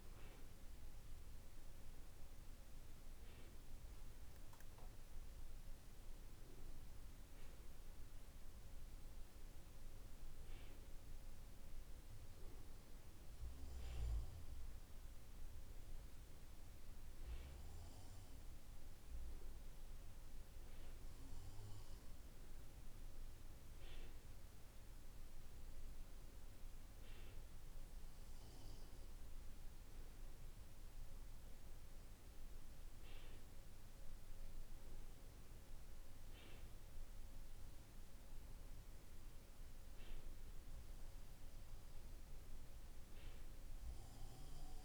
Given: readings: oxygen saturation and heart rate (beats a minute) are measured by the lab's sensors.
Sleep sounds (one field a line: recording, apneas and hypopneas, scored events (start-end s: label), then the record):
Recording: breathing in sleep, hard to hear, by a room microphone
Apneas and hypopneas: none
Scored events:
none scored
From the record:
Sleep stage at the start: REM sleep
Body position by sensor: on the back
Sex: male